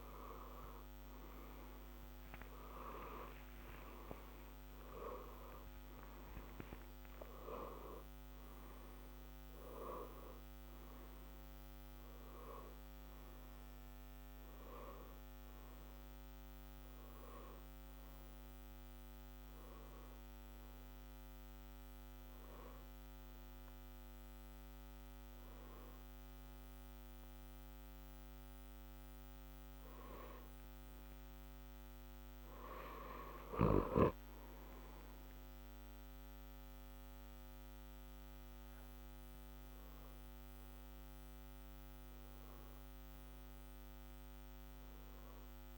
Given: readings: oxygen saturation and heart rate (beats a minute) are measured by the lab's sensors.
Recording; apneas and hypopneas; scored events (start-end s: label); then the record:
breathing in sleep by a microphone on the trachea; 1
19.00-30.00 s: hypopnea (oxygen 93% before, 87% lowest, heart rate 68 before, 61 extreme, up 9 after)
20.50-37.50 s: oxygen desaturation (device-marked, oxygen 91% before, 87% lowest, heart rate 68 before, 61 extreme)
31.50-34.50 s: arousal
From the record:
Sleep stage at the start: N1 (lightest sleep); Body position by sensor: on the left side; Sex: male